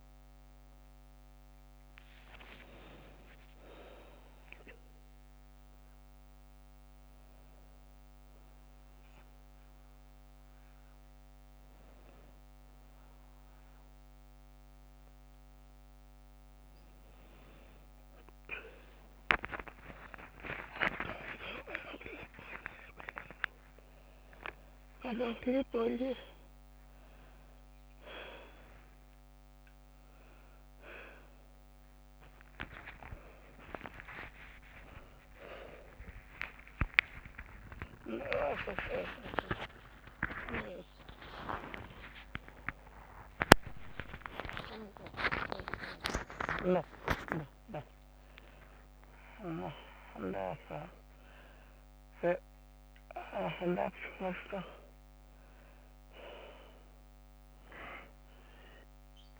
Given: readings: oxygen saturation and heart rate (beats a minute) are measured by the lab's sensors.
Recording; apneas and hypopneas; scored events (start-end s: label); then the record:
a person partly awake in a sleep study, by a microphone on the trachea; none
0.00-5.00 s: oxygen desaturation (device-marked, oxygen 81% lowest, heart rate 62 extreme)
22.00-59.40 s: new sleep stage, N1 (lightest sleep)
27.00-38.00 s: oxygen desaturation (device-marked, oxygen 99% before, 96% lowest, heart rate 64 before, 64 extreme)
40.50-44.00 s: snoring (device-marked)
From the record:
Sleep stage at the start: awake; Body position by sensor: on the back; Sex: female